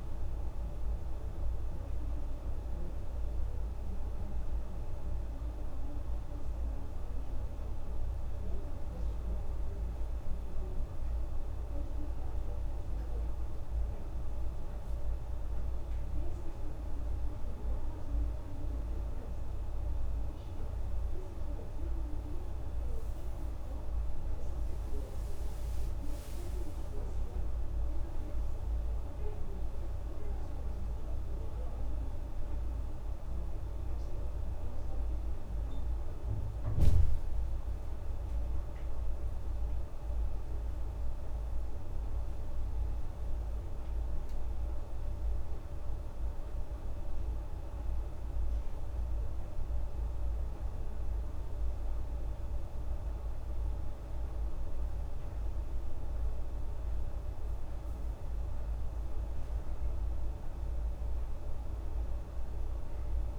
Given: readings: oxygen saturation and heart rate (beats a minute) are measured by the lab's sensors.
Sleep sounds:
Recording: breathing in sleep, hard to hear, by a room microphone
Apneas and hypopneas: none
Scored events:
none scored
From the record:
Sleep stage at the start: N2 (light sleep)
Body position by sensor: on the back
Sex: female

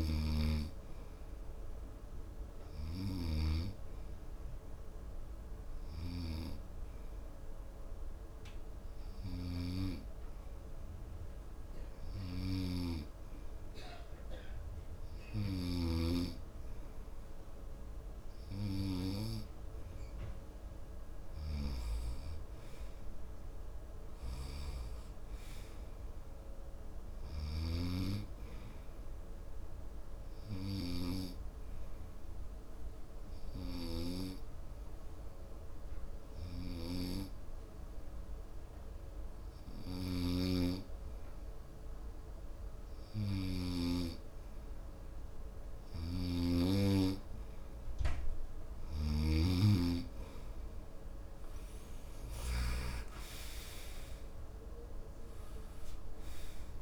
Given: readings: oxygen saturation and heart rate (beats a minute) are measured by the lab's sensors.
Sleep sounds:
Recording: breathing in sleep by a room microphone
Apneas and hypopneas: 2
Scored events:
1.50-17.50 s: oxygen desaturation (device-marked, oxygen 94% before, 90% lowest)
2.50-19.00 s: hypopnea (oxygen 94% before, 90% lowest)
15.50-17.50 s: long interval between heartbeats (device-marked)
23.00-25.00 s: long interval between heartbeats (device-marked)
23.00-26.50 s: arousal
32.50-48.00 s: hypopnea (oxygen 94% before, 91% lowest)
51.50-56.00 s: arousal
From the record:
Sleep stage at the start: N2 (light sleep)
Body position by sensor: on the right side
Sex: male

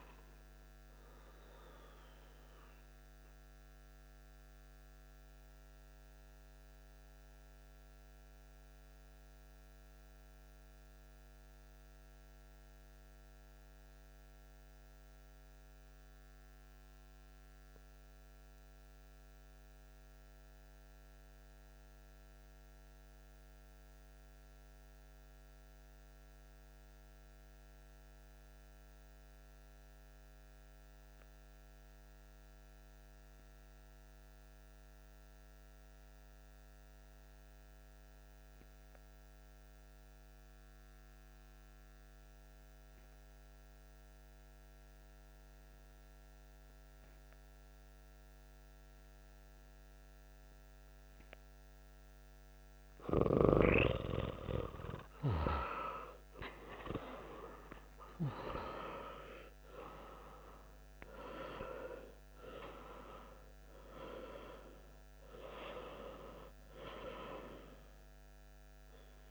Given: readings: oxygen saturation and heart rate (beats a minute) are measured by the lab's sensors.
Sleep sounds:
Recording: breathing in sleep by a microphone on the trachea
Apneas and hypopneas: 1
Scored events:
0.00-1.00 s: oxygen desaturation (device-marked, oxygen 88% lowest)
3.00-51.00 s: mixed apnea (oxygen 98% before, 87% lowest)
31.00-69.31 s: oxygen desaturation (device-marked, oxygen 97% before, 87% lowest)
53.00-57.50 s: arousal
From the record:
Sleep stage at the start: N2 (light sleep)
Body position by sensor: on the back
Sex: male

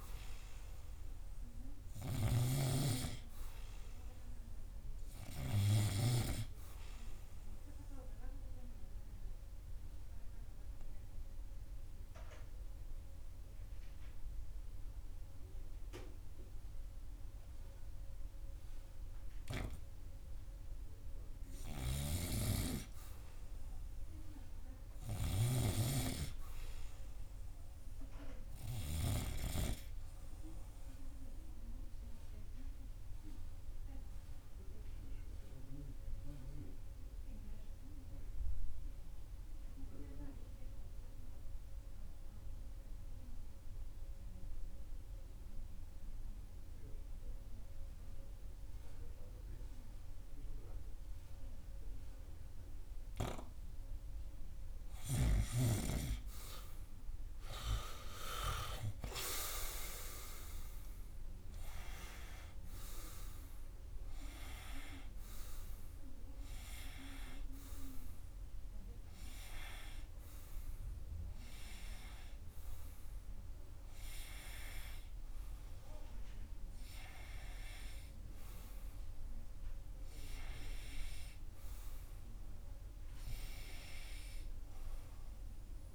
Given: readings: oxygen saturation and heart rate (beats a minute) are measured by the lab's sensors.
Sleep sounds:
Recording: breathing in sleep by a room microphone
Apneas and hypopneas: 2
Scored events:
0.00-3.00 s: snoring (device-marked)
4.50-31.50 s: oxygen desaturation (device-marked, oxygen 99% before, 95% lowest, heart rate 83 before, 81 extreme)
8.00-20.00 s: obstructive apnea (oxygen 99% before, 95% lowest, heart rate 83 before, 81 extreme, up 3 after)
23.00-27.50 s: arousal
25.50-29.50 s: snoring (device-marked)
32.00-54.00 s: obstructive apnea (oxygen 98% before, 95% lowest, heart rate 84 before, 81 extreme, up 6 after)
55.50-59.00 s: arousal
From the record:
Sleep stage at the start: REM sleep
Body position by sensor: on the right side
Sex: male

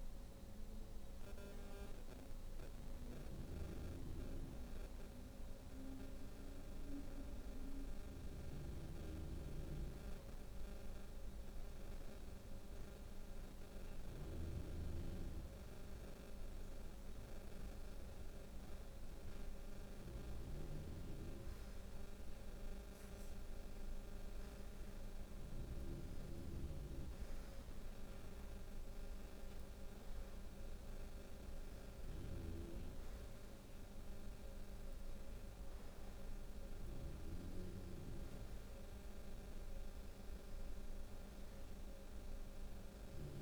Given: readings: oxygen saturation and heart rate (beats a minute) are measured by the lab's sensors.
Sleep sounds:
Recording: breathing in sleep by a room microphone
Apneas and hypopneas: 1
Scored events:
2.50-5.50 s: arousal
8.50-24.00 s: obstructive apnea (oxygen 92% before, 90% lowest, heart rate 69 before, 68 extreme, up 2 after)
25.50-28.50 s: arousal
From the record:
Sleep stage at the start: N2 (light sleep)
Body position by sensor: on the back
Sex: female

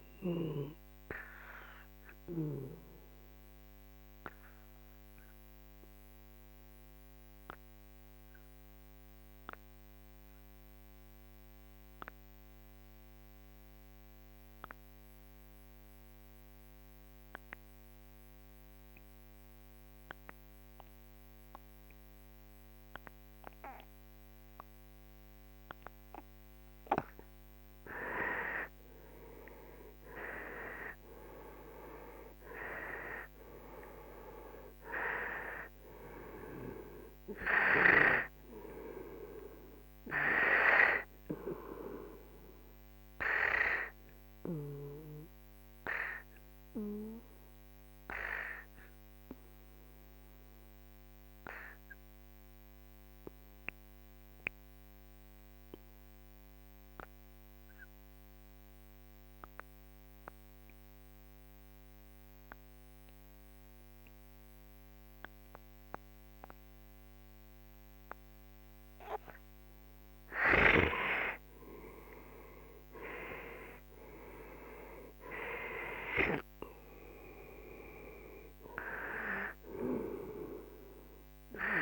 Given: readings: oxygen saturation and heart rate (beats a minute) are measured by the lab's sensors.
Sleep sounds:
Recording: breathing in sleep by a microphone on the trachea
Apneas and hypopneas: 2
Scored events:
0.00-12.00 s: oxygen desaturation (device-marked, oxygen 92% lowest, heart rate 43 extreme)
1.00-28.00 s: obstructive apnea (oxygen 98% before, 91% lowest, heart rate 56 before, 40 extreme, up 16 after)
25.00-55.00 s: oxygen desaturation (device-marked, oxygen 98% before, 91% lowest, heart rate 45 before, 40 extreme)
29.50-33.50 s: arousal
43.00-70.00 s: obstructive apnea (oxygen 98% before, 91% lowest, heart rate 57 before, 39 extreme, up 12 after)
69.00-81.82 s: oxygen desaturation (device-marked, oxygen 98% before, 92% lowest, heart rate 48 before, 39 extreme)
72.00-76.50 s: arousal
From the record:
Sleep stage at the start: N2 (light sleep)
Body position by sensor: on the right side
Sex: male

